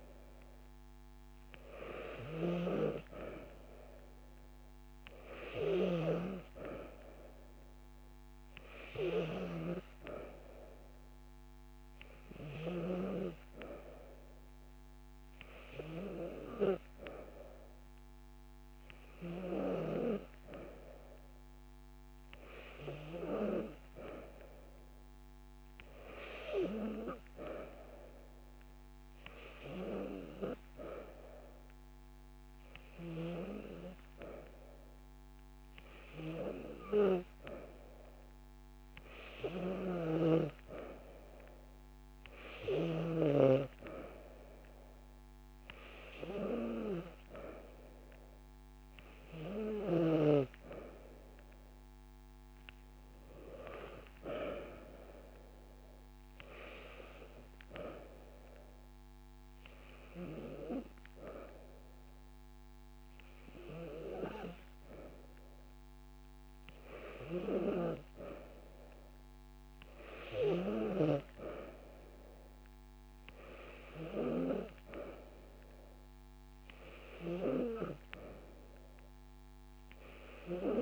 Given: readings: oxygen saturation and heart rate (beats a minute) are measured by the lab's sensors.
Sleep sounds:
breathing in sleep by a microphone on the trachea; none
0.00-1.00 s: long interval between heartbeats (device-marked)
24.50-25.50 s: drop in pulse transit time (device-marked)
28.00-30.00 s: long interval between heartbeats (device-marked)
56.00-58.00 s: long interval between heartbeats (device-marked)
60.50-69.50 s: drop in pulse transit time (device-marked)
61.50-63.50 s: long interval between heartbeats (device-marked)
72.50-74.50 s: long interval between heartbeats (device-marked)
From the record:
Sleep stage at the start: N2 (light sleep); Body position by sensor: on the back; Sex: female

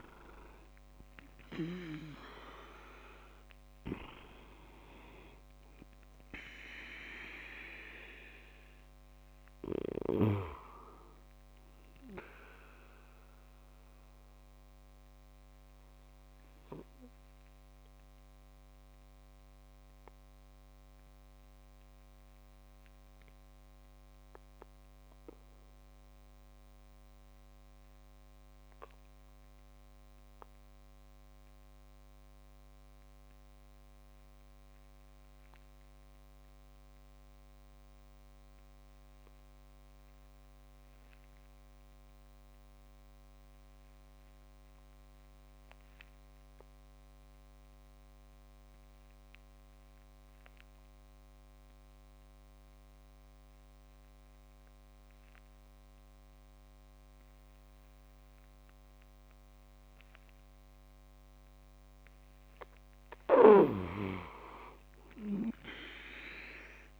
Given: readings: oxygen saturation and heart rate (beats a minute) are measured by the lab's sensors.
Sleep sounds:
breathing in sleep by a microphone on the trachea; 1
0.00-24.00 s: oxygen desaturation (device-marked, oxygen 92% lowest, heart rate 57 extreme)
14.00-61.00 s: obstructive apnea (oxygen 97% before, 89% lowest, heart rate 68 before, 54 extreme, up 19 after)
24.00-67.00 s: new sleep stage, N2 (light sleep)
63.00-67.00 s: snoring (device-marked)
64.50-67.00 s: arousal
From the record:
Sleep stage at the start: REM sleep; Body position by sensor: on the back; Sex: male

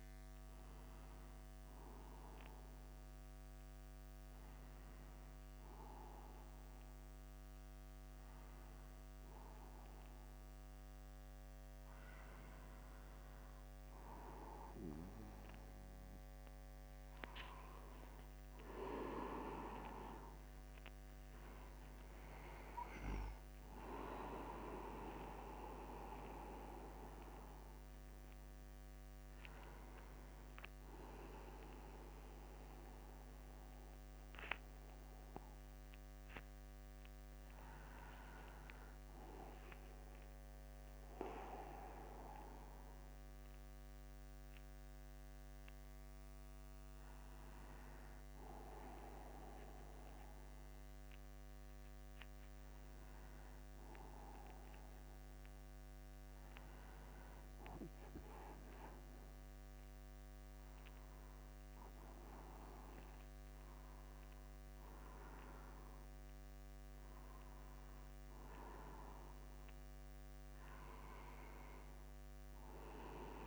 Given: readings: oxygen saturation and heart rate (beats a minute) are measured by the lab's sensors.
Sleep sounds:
a person awake in a sleep study, by a microphone on the trachea; none
17.50-19.50 s: long interval between heartbeats (device-marked, heart rate 56 before, 62 extreme)
22.50-24.50 s: long interval between heartbeats (device-marked, heart rate 59 before, 94 extreme)
46.50-48.50 s: long interval between heartbeats (device-marked, heart rate 59 before, 64 extreme)
61.00-73.47 s: new sleep stage, N1 (lightest sleep)
From the record:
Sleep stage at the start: awake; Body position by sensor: upright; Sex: male

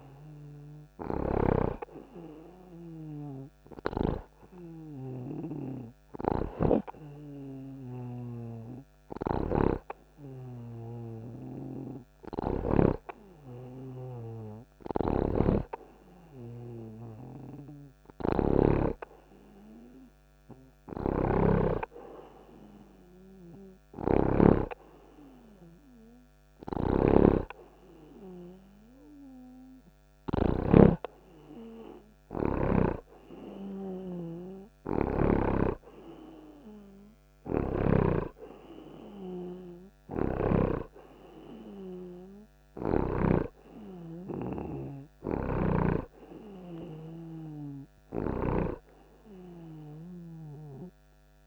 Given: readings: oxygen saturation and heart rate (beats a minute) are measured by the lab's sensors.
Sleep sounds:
breathing in sleep by a microphone on the trachea; 1
3.50-13.50 s: hypopnea (oxygen 92% before, 85% lowest)
5.50-15.50 s: oxygen desaturation (device-marked, oxygen 92% before, 85% lowest)
6.50-22.00 s: snoring (device-marked)
18.00-22.00 s: arousal
20.50-38.50 s: oxygen desaturation (device-marked, oxygen 93% before, 88% lowest)
24.00-38.50 s: snoring (device-marked)
45.50-51.47 s: snoring (device-marked)
From the record:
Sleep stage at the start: N2 (light sleep); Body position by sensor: on the right side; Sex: male

